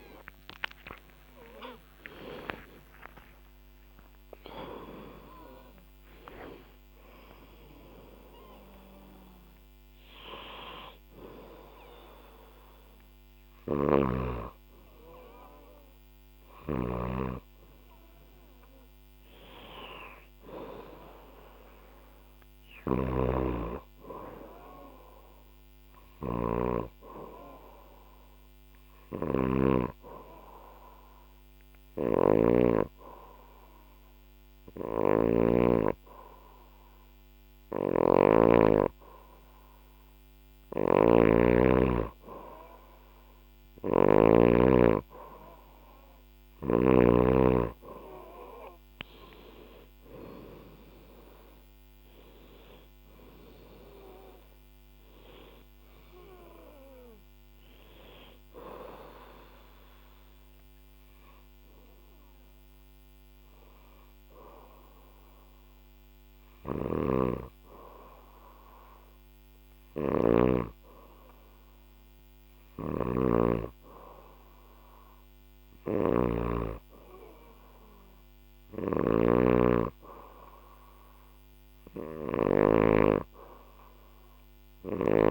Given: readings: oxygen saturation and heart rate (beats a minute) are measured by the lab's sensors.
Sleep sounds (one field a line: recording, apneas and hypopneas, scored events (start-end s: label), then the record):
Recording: breathing in sleep by a microphone on the trachea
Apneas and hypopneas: 2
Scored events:
1.50-7.00 s: arousal
22.00-32.00 s: snoring (device-marked)
29.50-41.00 s: hypopnea (oxygen 99% before, 93% lowest, heart rate 74 before, 66 extreme, up 6 after)
34.00-43.50 s: snoring (device-marked)
36.50-63.50 s: oxygen desaturation (device-marked, oxygen 97% before, 93% lowest, heart rate 69 before, 67 extreme)
46.50-51.00 s: arousal
59.00-69.50 s: hypopnea (oxygen 97% before, 93% lowest, heart rate 72 before, 67 extreme, up 0 after)
66.00-82.00 s: snoring (device-marked)
73.00-78.00 s: arousal
From the record:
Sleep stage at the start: N2 (light sleep)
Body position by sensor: on the back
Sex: female